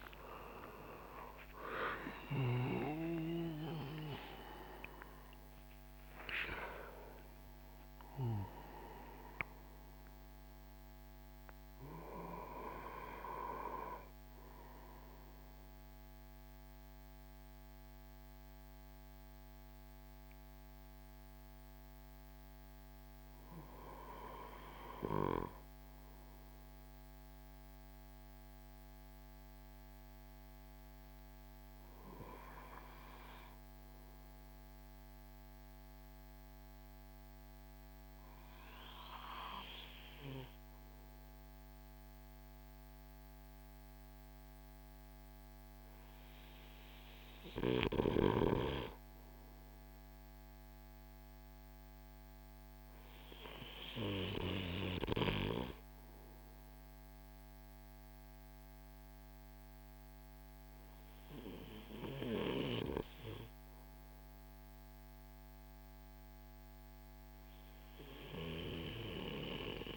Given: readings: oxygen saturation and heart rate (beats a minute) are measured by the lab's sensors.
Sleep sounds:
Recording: breathing in sleep by a microphone on the trachea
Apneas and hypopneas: none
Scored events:
0.00-5.00 s: arousal
From the record:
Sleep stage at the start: REM sleep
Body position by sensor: on the right side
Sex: male

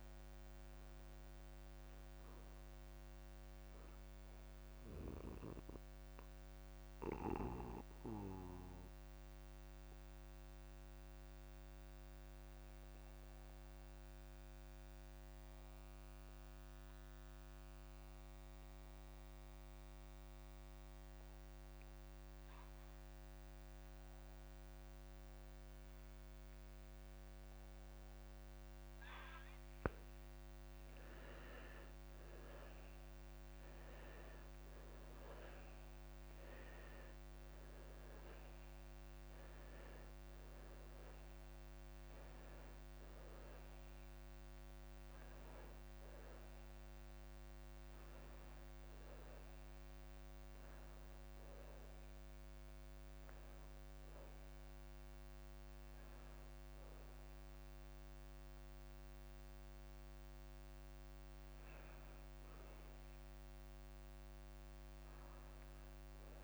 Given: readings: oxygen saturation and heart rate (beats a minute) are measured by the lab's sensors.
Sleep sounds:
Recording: breathing in sleep, hard to hear, by a microphone on the trachea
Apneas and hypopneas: 1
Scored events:
0.00-1.00 s: arousal
5.00-30.50 s: mixed apnea (oxygen 97% before, 83% lowest)
26.00-62.00 s: oxygen desaturation (device-marked, oxygen 96% before, 83% lowest)
32.50-36.50 s: arousal
64.50-66.44 s: arousal
From the record:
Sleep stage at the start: N2 (light sleep)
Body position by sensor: on the back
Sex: male

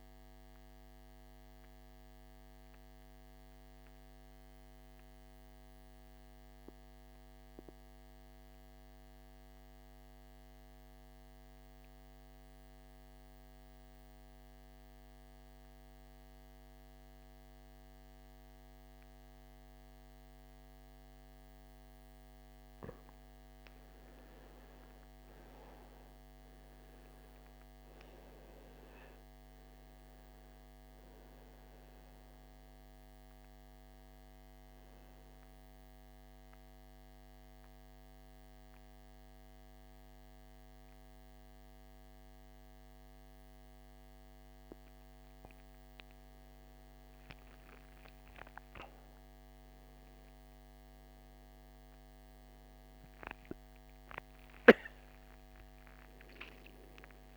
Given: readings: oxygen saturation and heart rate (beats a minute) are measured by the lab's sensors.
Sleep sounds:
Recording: breathing in sleep, hard to hear, by a microphone on the trachea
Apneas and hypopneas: 2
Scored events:
0.00-5.50 s: oxygen desaturation (device-marked, oxygen 83% lowest, heart rate 53 extreme)
1.00-22.50 s: mixed apnea (oxygen 97% before, 86% lowest, heart rate 65 before, 53 extreme, up 15 after)
23.50-46.50 s: oxygen desaturation (device-marked, oxygen 98% before, 86% lowest, heart rate 54 before, 55 extreme)
24.00-28.00 s: arousal
35.00-47.00 s: mixed apnea (oxygen 99% before, 86% lowest, heart rate 61 before, 55 extreme, up 9 after)
48.00-53.00 s: arousal
From the record:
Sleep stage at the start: N2 (light sleep)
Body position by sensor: on the back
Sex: male

